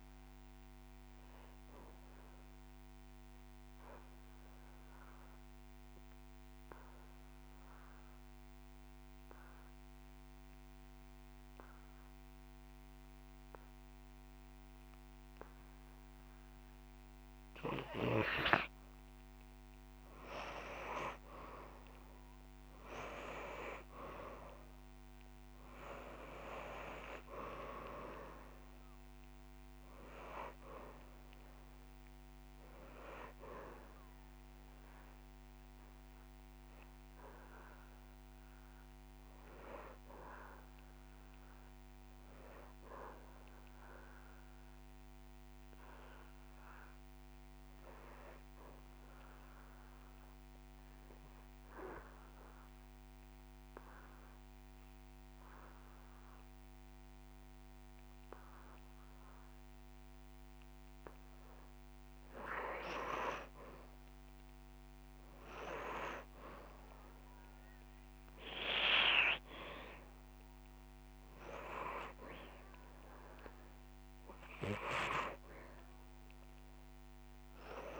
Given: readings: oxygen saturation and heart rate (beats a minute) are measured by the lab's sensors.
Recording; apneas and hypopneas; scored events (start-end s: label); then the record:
breathing in sleep by a microphone on the trachea; 2
1.50-18.00 s: obstructive apnea (oxygen 99% before, 88% lowest)
3.00-5.00 s: long interval between heartbeats (device-marked)
7.00 s: drop in pulse transit time (device-marked)
15.00-17.00 s: drop in pulse transit time (device-marked)
21.50-25.00 s: arousal
23.50-25.50 s: long interval between heartbeats (device-marked)
27.00-57.00 s: oxygen desaturation (device-marked, oxygen 97% before, 88% lowest)
32.00-34.00 s: long interval between heartbeats (device-marked)
43.50-61.50 s: obstructive apnea (oxygen 98% before, 88% lowest)
64.50-68.00 s: arousal
70.50-72.50 s: long interval between heartbeats (device-marked)
75.00-78.00 s: oxygen desaturation (device-marked, oxygen 99% before, 90% lowest)
From the record:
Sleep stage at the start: N2 (light sleep); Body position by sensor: on the back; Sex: male